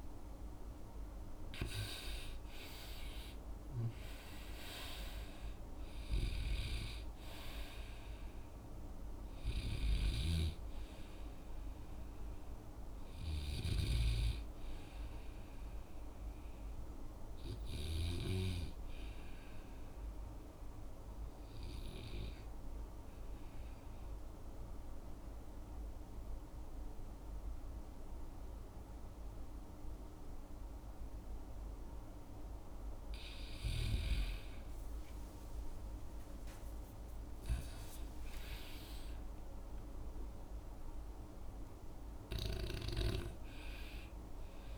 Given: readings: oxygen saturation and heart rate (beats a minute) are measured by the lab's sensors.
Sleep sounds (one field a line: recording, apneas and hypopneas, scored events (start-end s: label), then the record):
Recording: breathing in sleep by a room microphone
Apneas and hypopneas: 1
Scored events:
0.00-1.00 s: arousal
0.00-29.50 s: oxygen desaturation (device-marked, oxygen 84% lowest, heart rate 55 extreme)
20.00-33.50 s: obstructive apnea (oxygen 95% before, 85% lowest, heart rate 66 before, 55 extreme, up 60 after)
34.50-39.50 s: tachycardia (device-marked, heart rate 62 before, 118 extreme)
35.50-39.50 s: arousal
From the record:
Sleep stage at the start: REM sleep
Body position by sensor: on the back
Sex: male